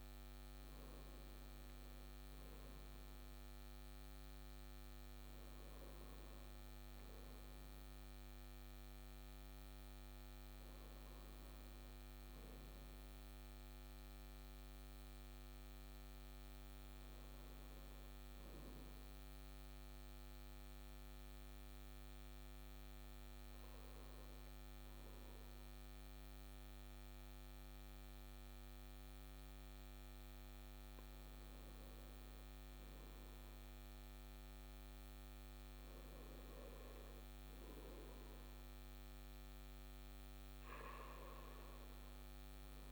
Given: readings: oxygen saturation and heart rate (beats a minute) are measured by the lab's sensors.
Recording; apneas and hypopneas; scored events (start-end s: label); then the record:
breathing in sleep, hard to hear, by a microphone on the trachea; none
none scored
From the record:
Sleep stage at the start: N2 (light sleep); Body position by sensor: on the right side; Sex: male